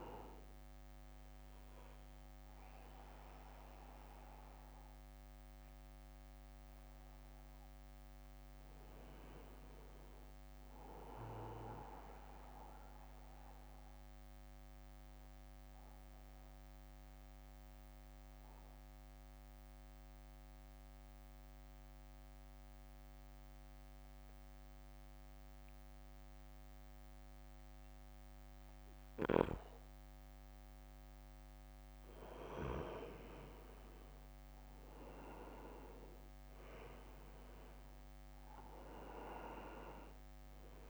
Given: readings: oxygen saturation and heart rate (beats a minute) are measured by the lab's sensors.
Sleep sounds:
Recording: breathing in sleep by a microphone on the trachea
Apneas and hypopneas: 1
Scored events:
0.00-13.50 s: oxygen desaturation (device-marked, oxygen 95% lowest, heart rate 57 extreme)
11.50-20.50 s: drop in pulse transit time (device-marked, heart rate 59 before, 57 extreme)
13.50-30.50 s: central apnea (oxygen 98% before, 91% lowest, heart rate 59 before, 57 extreme, up 4 after)
34.50-39.00 s: arousal
36.50-40.90 s: drop in pulse transit time (device-marked, heart rate 61 before, 58 extreme)
37.50-40.90 s: oxygen desaturation (device-marked, oxygen 97% before, 91% lowest, heart rate 62 before, 57 extreme)
From the record:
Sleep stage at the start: N2 (light sleep)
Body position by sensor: on the right side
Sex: male

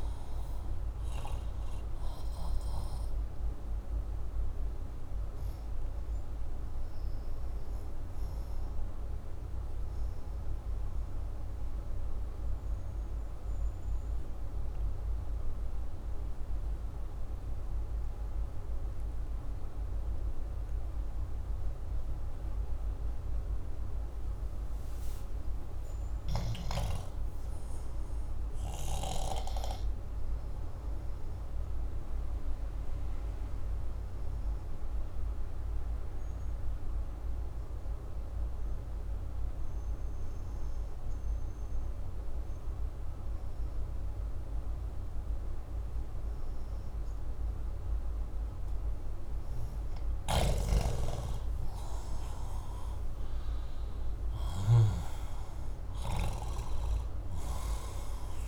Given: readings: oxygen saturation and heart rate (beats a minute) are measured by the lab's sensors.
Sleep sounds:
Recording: breathing in sleep by a room microphone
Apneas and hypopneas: 2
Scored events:
0.00-18.00 s: oxygen desaturation (device-marked, oxygen 86% lowest, heart rate 64 extreme)
8.00-24.00 s: obstructive apnea (oxygen 96% before, 85% lowest, heart rate 71 before, 64 extreme, up 3 after)
26.00-29.00 s: arousal
30.00-58.47 s: oxygen desaturation (device-marked, oxygen 98% before, 85% lowest, heart rate 70 before, 64 extreme)
34.00-47.50 s: obstructive apnea (oxygen 98% before, 85% lowest, heart rate 70 before, 65 extreme, up 9 after)
50.00-54.50 s: arousal
From the record:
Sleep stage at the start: N2 (light sleep)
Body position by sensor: upright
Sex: male

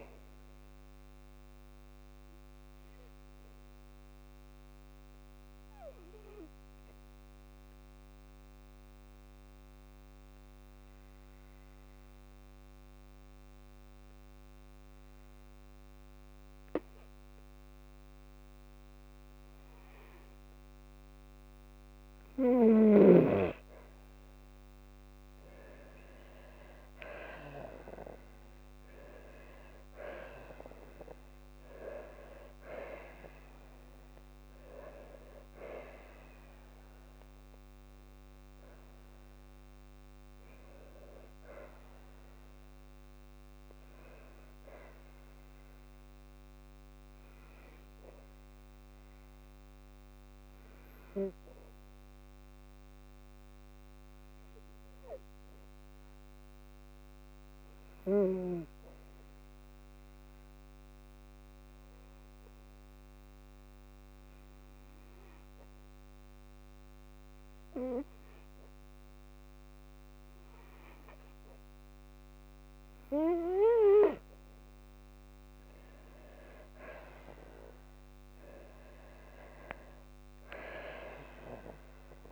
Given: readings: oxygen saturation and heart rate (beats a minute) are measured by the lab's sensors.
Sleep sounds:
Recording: breathing in sleep by a microphone on the trachea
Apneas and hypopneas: 3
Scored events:
2.50-20.00 s: obstructive apnea (oxygen 98% before, 93% lowest, heart rate 56 before, 52 extreme, up 5 after)
12.50-23.50 s: oxygen desaturation (device-marked, oxygen 97% before, 94% lowest, heart rate 55 before, 53 extreme)
24.50-29.00 s: arousal
36.50-47.00 s: hypopnea (oxygen 98% before, 93% lowest, heart rate 56 before, 53 extreme, up 0 after)
48.50-52.50 s: arousal
56.50-70.50 s: oxygen desaturation (device-marked, oxygen 97% before, 93% lowest, heart rate 55 before, 54 extreme)
60.50-73.50 s: obstructive apnea (oxygen 97% before, 93% lowest, heart rate 54 before, 54 extreme, up 6 after)
76.50-81.00 s: arousal
From the record:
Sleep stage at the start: N2 (light sleep)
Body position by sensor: on the back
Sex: female

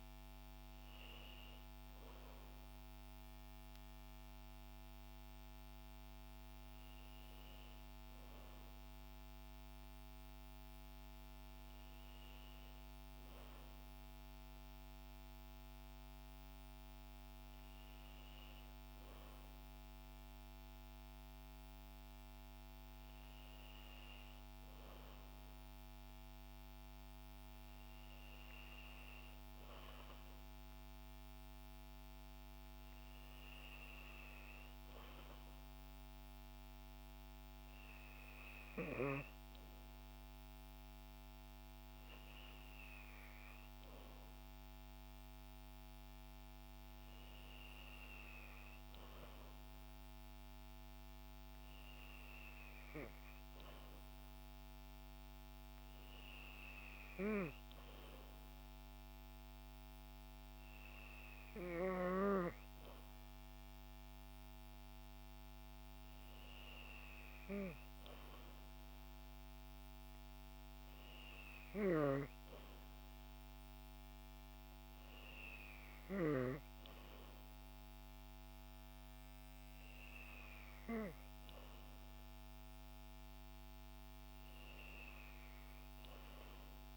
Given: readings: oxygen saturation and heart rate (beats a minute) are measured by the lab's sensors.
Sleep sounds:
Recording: breathing in sleep, hard to hear, by a microphone on the trachea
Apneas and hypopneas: none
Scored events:
0.00-1.50 s: oxygen desaturation (device-marked, oxygen 90% lowest, heart rate 54 extreme)
From the record:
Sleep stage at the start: N2 (light sleep)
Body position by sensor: on the back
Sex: female

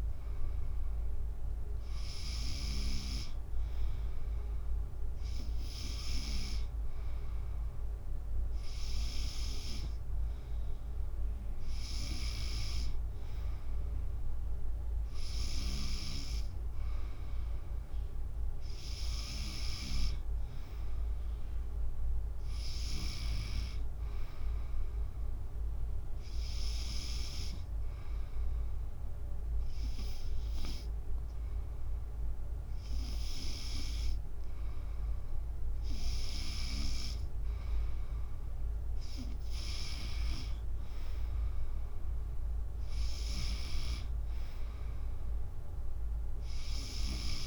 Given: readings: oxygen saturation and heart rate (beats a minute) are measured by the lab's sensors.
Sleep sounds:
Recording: breathing in sleep by a room microphone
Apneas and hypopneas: 1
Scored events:
15.50-23.50 s: snoring (device-marked)
25.50-36.00 s: hypopnea (oxygen 94% before, 92% lowest, heart rate 72 before, 71 extreme, up 0 after)
26.00-47.47 s: new sleep stage, N2 (light sleep)
39.50-43.50 s: arousal
40.00-47.47 s: snoring (device-marked)
From the record:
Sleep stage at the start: N3 (deep sleep)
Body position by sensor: on the back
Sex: female

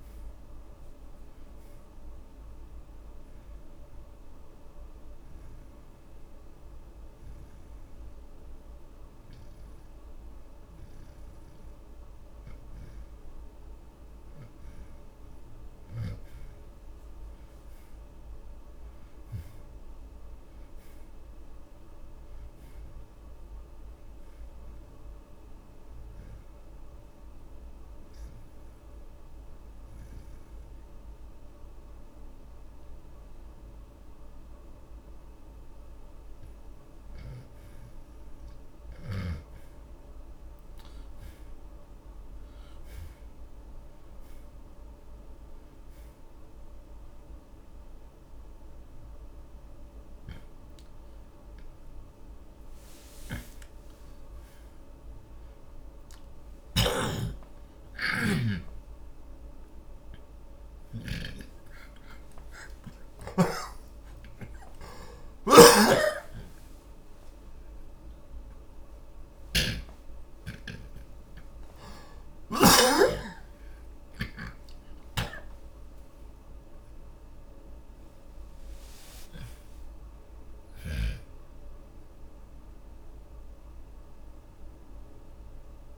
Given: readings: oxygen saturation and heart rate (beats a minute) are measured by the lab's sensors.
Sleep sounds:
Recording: a person partly awake in a sleep study, by a room microphone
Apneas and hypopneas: 2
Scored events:
0.50-15.50 s: oxygen desaturation (device-marked, oxygen 84% before, 72% lowest)
3.00-14.50 s: hypopnea (oxygen 84% before, 72% lowest)
17.00-21.50 s: arousal
26.50-37.50 s: obstructive apnea (oxygen 86% before, 74% lowest)
28.50-39.50 s: oxygen desaturation (device-marked, oxygen 86% before, 76% lowest)
40.00-44.00 s: arousal
50.50-63.50 s: oxygen desaturation (device-marked, oxygen 85% before, 74% lowest)
56.50-73.00 s: snoring (device-marked)
58.50-85.98 s: new sleep stage, awake
75.00-81.50 s: snoring (device-marked)
From the record:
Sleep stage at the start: N2 (light sleep)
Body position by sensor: on the back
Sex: male

